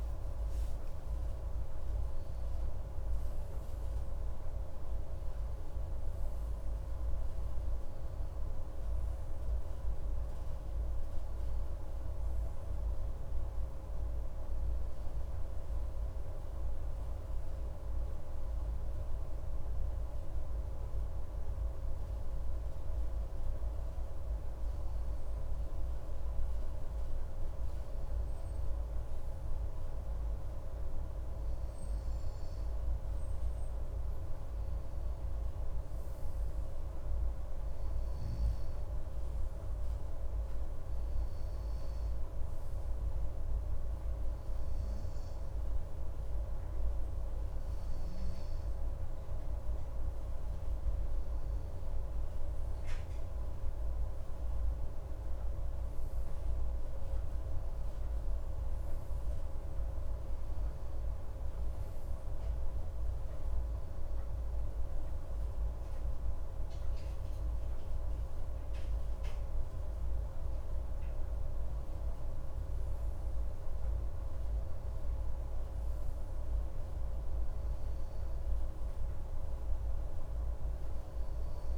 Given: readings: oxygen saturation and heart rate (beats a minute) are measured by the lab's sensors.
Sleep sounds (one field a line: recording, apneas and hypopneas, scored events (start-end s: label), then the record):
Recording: breathing in sleep, hard to hear, by a room microphone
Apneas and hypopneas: none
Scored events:
0.00-1.00 s: arousal
From the record:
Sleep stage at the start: N2 (light sleep)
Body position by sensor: on the left side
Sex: male